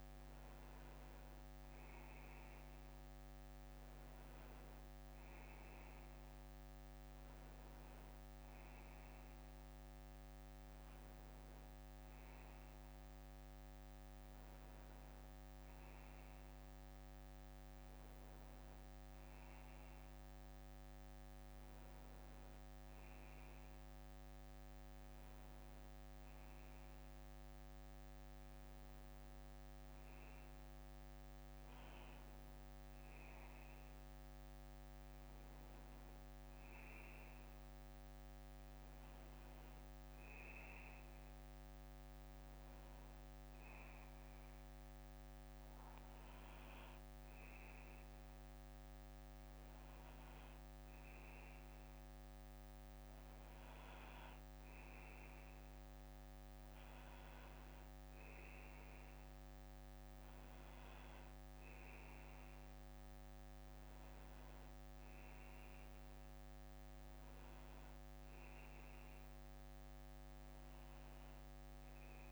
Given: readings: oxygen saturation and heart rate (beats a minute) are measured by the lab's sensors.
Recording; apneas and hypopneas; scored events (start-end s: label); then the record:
breathing in sleep, hard to hear, by a microphone on the trachea; none
27.50-29.50 s: bradycardia (device-marked, heart rate 63 before, 61 extreme)
38.50-44.50 s: bradycardia (device-marked, heart rate 63 before, 59 extreme)
68.50-72.31 s: bradycardia (device-marked, heart rate 63 before, 59 extreme)
From the record:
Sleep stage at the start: N1 (lightest sleep); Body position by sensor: on the back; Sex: male